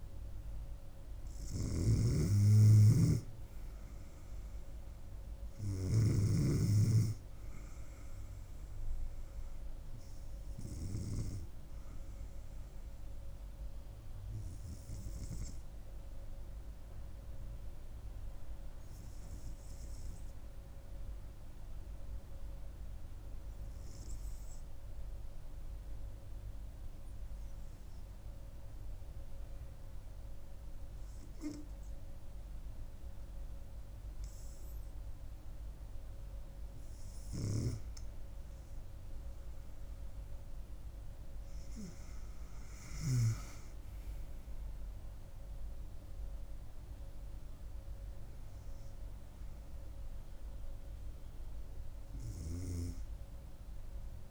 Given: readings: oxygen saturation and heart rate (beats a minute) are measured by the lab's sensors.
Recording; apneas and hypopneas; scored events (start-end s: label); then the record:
breathing in sleep by a room microphone; 1
0.00-1.00 s: arousal
0.00-6.00 s: snoring (device-marked)
0.00-23.00 s: oxygen desaturation (device-marked, oxygen 93% lowest, heart rate 68 extreme)
16.00-37.00 s: hypopnea (oxygen 97% before, 92% lowest, heart rate 70 before, 63 extreme, up 2 after)
40.00-43.00 s: arousal
From the record:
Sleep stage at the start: N2 (light sleep); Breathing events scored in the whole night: 398 in 5.7 hours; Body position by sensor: on the back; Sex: female